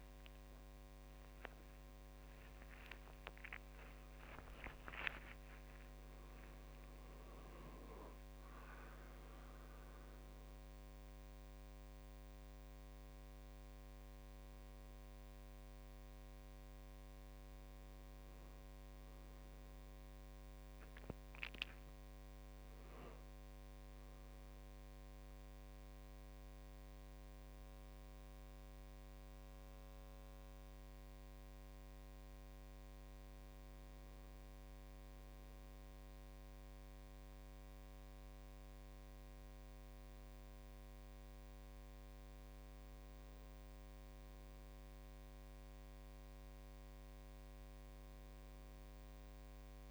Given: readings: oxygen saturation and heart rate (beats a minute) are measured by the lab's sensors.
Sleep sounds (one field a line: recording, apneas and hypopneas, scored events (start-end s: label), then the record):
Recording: a person awake in a sleep study, hard to hear, by a microphone on the trachea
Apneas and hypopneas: none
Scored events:
2.00-4.00 s: long interval between heartbeats (device-marked, heart rate 56 before, 88 extreme)
4.50-6.50 s: long interval between heartbeats (device-marked, heart rate 60 before, 89 extreme)
From the record:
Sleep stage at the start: awake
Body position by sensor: on the right side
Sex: male